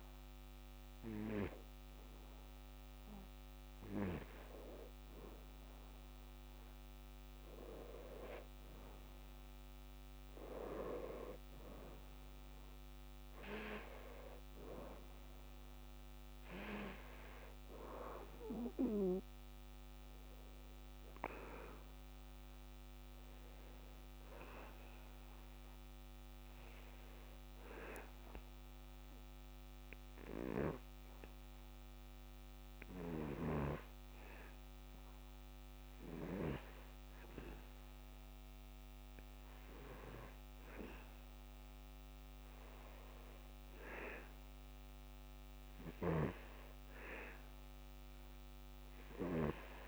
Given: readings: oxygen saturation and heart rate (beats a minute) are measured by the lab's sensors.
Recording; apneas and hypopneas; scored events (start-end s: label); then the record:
breathing in sleep by a microphone on the trachea; 1
15.00-29.00 s: oxygen desaturation (device-marked, oxygen 94% before, 89% lowest, heart rate 69 before, 70 extreme)
26.50-39.00 s: hypopnea (oxygen 94% before, 89% lowest, heart rate 71 before, 70 extreme, up 0 after)
41.00-45.00 s: arousal
From the record:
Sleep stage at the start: N2 (light sleep); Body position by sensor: on the back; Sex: male